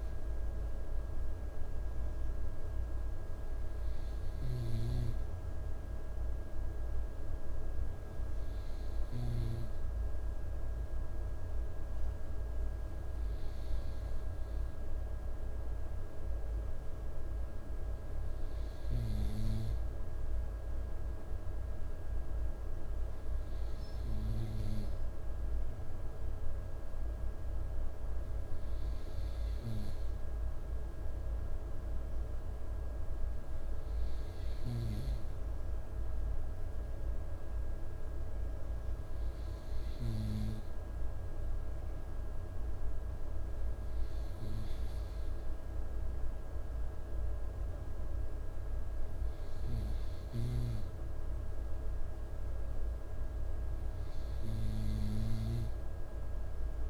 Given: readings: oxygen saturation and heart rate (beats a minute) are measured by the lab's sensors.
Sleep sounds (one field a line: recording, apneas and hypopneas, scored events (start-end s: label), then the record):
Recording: breathing in sleep, hard to hear, by a room microphone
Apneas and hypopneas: none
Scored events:
none scored
From the record:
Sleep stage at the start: N2 (light sleep)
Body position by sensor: on the right side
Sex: male